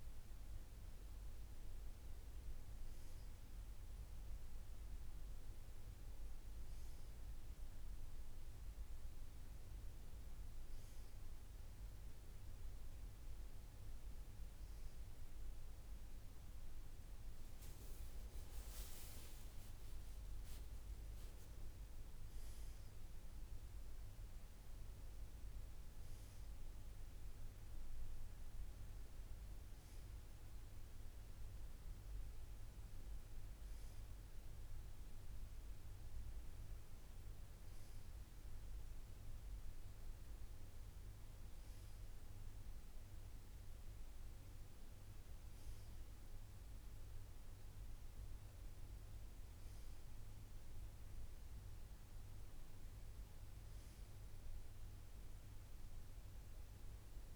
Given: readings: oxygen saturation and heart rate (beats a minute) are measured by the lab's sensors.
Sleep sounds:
breathing in sleep, hard to hear, by a room microphone; none
38.00-57.36 s: new sleep stage, N2 (light sleep)
From the record:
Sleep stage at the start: N1 (lightest sleep); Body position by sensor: on the right side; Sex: male

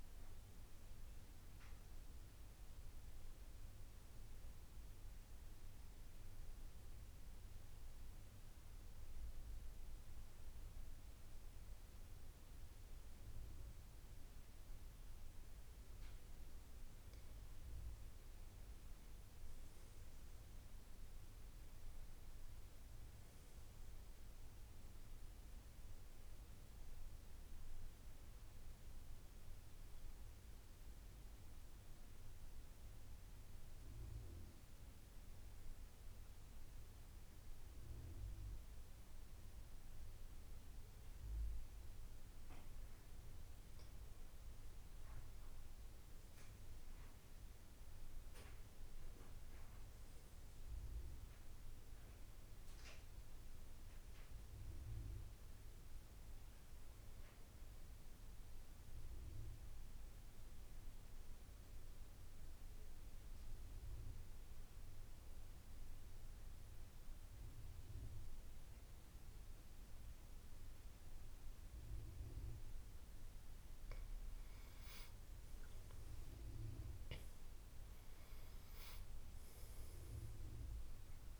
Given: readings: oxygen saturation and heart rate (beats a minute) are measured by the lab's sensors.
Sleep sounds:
breathing in sleep, hard to hear, by a room microphone; 3
0.00-11.00 s: oxygen desaturation (device-marked, oxygen 96% before, 91% lowest, heart rate 78 before, 74 extreme)
1.50-16.00 s: central apnea (oxygen 97% before, 89% lowest, heart rate 79 before, 74 extreme, up 11 after)
18.00-22.50 s: arousal
24.00-39.00 s: oxygen desaturation (device-marked, oxygen 95% before, 90% lowest, heart rate 78 before, 74 extreme)
29.00-43.00 s: central apnea (oxygen 95% before, 88% lowest, heart rate 80 before, 75 extreme, up 10 after)
44.50-49.00 s: arousal
50.00-65.00 s: oxygen desaturation (device-marked, oxygen 95% before, 89% lowest, heart rate 78 before, 75 extreme)
58.00-72.50 s: mixed apnea (oxygen 95% before, 87% lowest, heart rate 80 before, 73 extreme, up 15 after)
75.50-80.50 s: arousal
76.00-81.40 s: oxygen desaturation (device-marked, oxygen 95% before, 88% lowest, heart rate 78 before, 68 extreme)
From the record:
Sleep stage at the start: N2 (light sleep); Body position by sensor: on the back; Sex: male

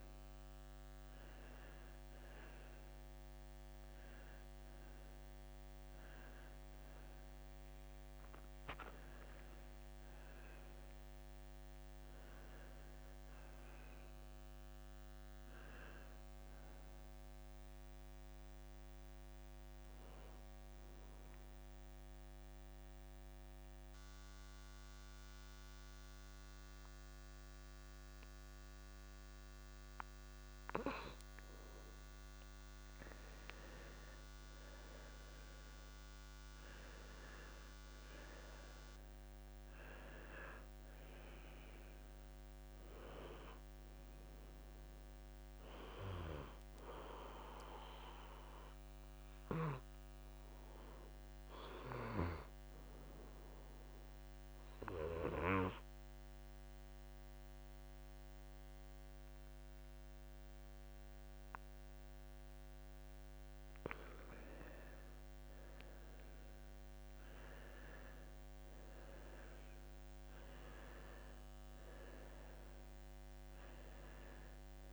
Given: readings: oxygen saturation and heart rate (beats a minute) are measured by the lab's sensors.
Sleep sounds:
a person partly awake in a sleep study, by a microphone on the trachea; 2
0.50-2.50 s: long interval between heartbeats (device-marked)
17.50-47.50 s: new sleep stage, N1 (lightest sleep)
21.00-33.00 s: obstructive apnea (oxygen 98% before, 88% lowest)
25.50-62.50 s: oxygen desaturation (device-marked, oxygen 98% before, 88% lowest)
35.50-39.00 s: arousal
47.50-74.93 s: new sleep stage, N2 (light sleep)
53.00-64.50 s: obstructive apnea (oxygen 97% before, 88% lowest)
63.00-65.00 s: long interval between heartbeats (device-marked)
66.50-70.50 s: arousal
72.50-74.93 s: oxygen desaturation (device-marked, oxygen 96% before, 90% lowest)
From the record:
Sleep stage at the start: awake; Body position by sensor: on the back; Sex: male

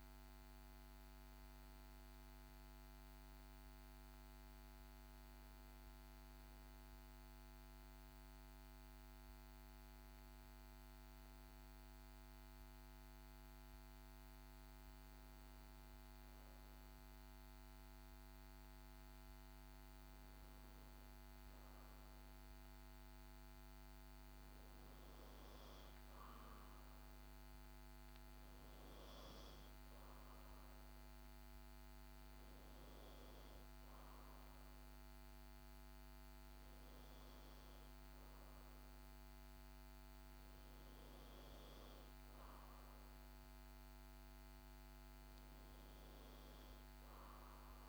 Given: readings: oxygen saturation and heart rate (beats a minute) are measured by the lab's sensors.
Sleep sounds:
breathing in sleep, hard to hear, by a microphone on the trachea; none
none scored
From the record:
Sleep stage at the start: N2 (light sleep); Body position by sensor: on the back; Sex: female

